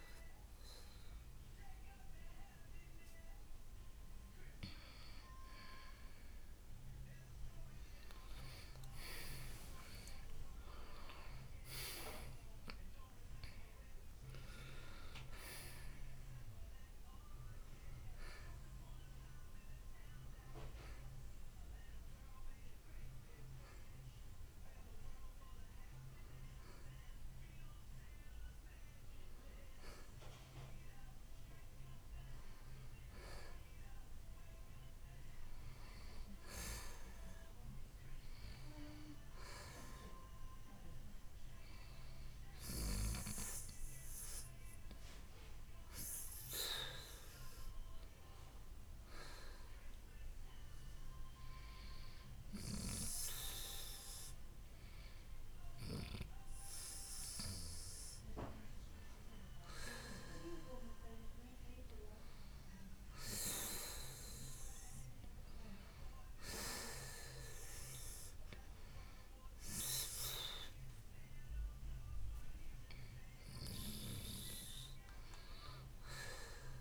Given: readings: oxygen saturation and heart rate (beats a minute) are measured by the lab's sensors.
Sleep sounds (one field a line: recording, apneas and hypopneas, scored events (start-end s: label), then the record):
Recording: breathing in sleep by a room microphone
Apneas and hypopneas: none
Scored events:
11.00-14.00 s: arousal
28.00-40.00 s: oxygen desaturation (device-marked, oxygen 91% before, 86% lowest, heart rate 66 before, 61 extreme)
From the record:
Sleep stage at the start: N2 (light sleep)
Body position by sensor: on the right side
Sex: male